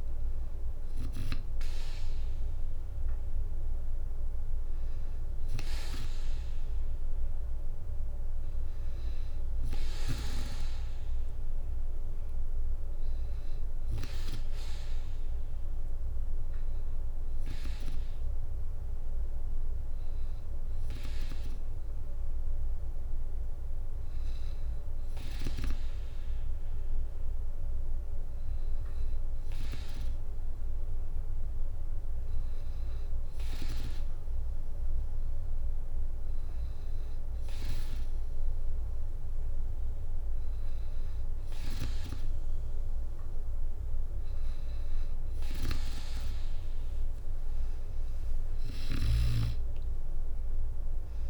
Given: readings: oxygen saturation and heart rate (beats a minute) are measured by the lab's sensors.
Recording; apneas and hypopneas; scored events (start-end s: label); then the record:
breathing in sleep by a room microphone; none
0.00-2.50 s: drop in pulse transit time (device-marked, heart rate 62 extreme)
2.50-4.50 s: bradycardia (device-marked, heart rate 64 before, 60 extreme)
From the record:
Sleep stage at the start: N2 (light sleep); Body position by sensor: on the back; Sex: female